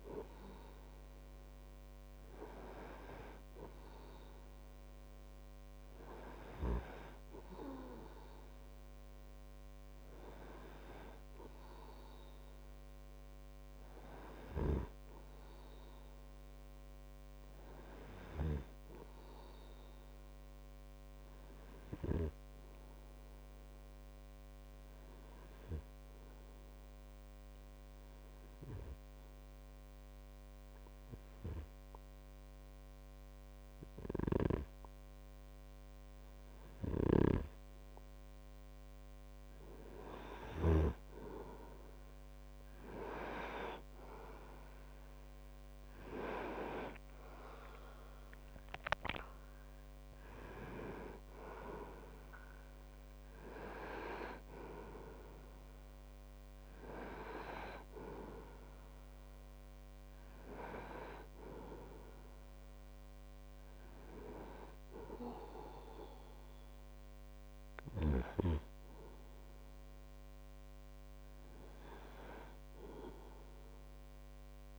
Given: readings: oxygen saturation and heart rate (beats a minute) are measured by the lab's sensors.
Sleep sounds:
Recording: breathing in sleep by a microphone on the trachea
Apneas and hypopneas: 1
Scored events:
22.50-37.50 s: obstructive apnea (oxygen 98% before, 95% lowest)
37.00-41.00 s: snoring (device-marked)
45.50-51.50 s: arousal
From the record:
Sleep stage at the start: N2 (light sleep)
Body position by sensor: on the right side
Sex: male

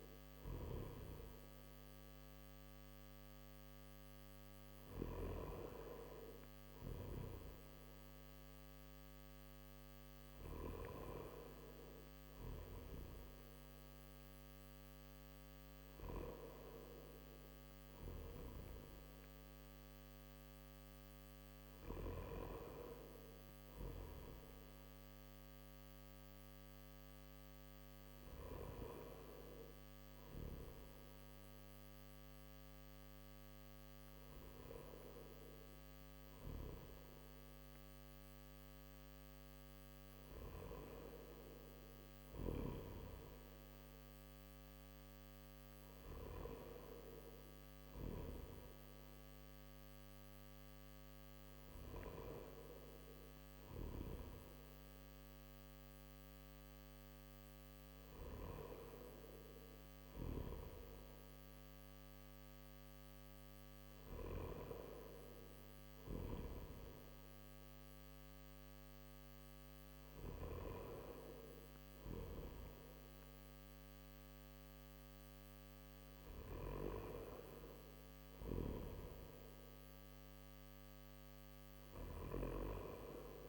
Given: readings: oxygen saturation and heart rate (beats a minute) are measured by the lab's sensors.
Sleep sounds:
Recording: breathing in sleep by a microphone on the trachea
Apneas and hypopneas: none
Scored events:
none scored
From the record:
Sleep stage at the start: N1 (lightest sleep)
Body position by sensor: on the back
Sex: male

